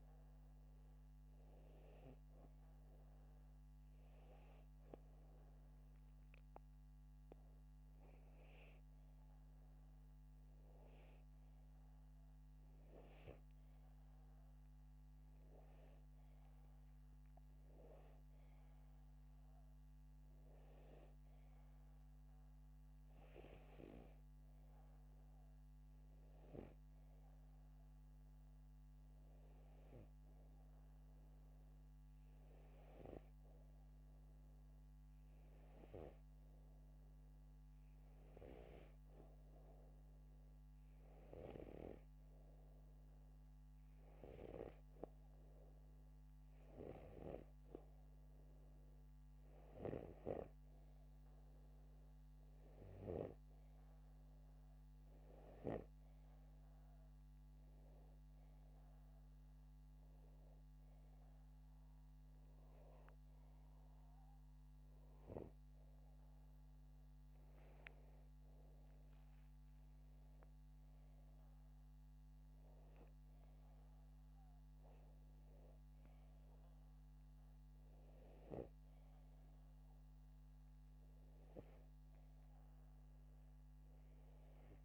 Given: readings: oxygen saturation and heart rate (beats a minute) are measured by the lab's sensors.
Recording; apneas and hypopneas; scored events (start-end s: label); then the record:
breathing in sleep by a microphone on the trachea; none
none scored
From the record:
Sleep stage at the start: N2 (light sleep); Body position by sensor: upright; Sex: male